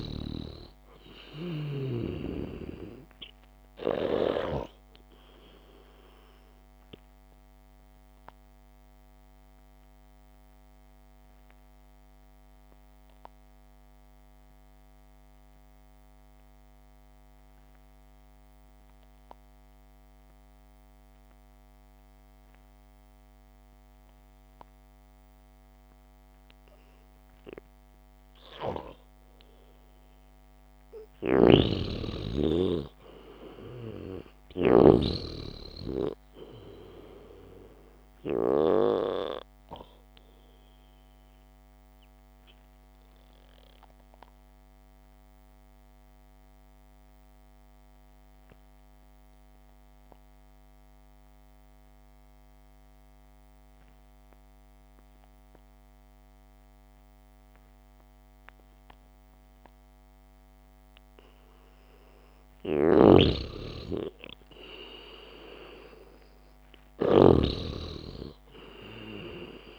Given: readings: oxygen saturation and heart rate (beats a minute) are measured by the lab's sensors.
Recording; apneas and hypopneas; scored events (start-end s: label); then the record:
breathing in sleep by a microphone on the trachea; 2
6.00-29.50 s: obstructive apnea (oxygen 98% before, 92% lowest, heart rate 61 before, 55 extreme, up 0 after)
21.00-29.00 s: oxygen desaturation (device-marked, oxygen 95% before, 92% lowest, heart rate 59 before, 55 extreme)
31.50-35.50 s: arousal
31.50-35.50 s: snoring (device-marked)
42.50-61.00 s: obstructive apnea (oxygen 97% before, 91% lowest, heart rate 59 before, 54 extreme, up 1 after)
54.00-63.00 s: oxygen desaturation (device-marked, oxygen 95% before, 92% lowest, heart rate 58 before, 54 extreme)
63.00-68.00 s: snoring (device-marked)
64.00-66.50 s: arousal
From the record:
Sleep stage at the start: N2 (light sleep); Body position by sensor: on the back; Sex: male